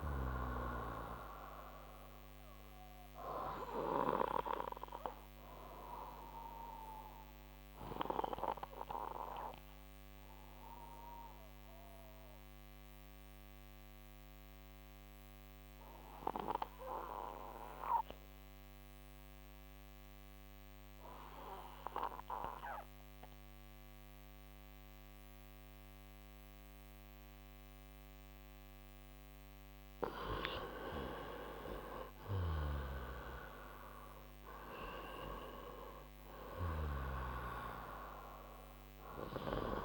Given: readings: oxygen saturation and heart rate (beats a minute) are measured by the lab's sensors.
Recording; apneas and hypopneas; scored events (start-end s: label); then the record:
breathing in sleep by a microphone on the trachea; 1
0.00-15.00 s: oxygen desaturation (device-marked, oxygen 88% lowest, heart rate 56 extreme)
3.00-30.50 s: obstructive apnea (oxygen 96% before, 88% lowest, heart rate 66 before, 56 extreme, up 17 after)
31.50-35.00 s: arousal
34.00-39.85 s: oxygen desaturation (device-marked, oxygen 97% before, 88% lowest, heart rate 63 before, 60 extreme)
From the record:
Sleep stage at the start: N2 (light sleep); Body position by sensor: on the right side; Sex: male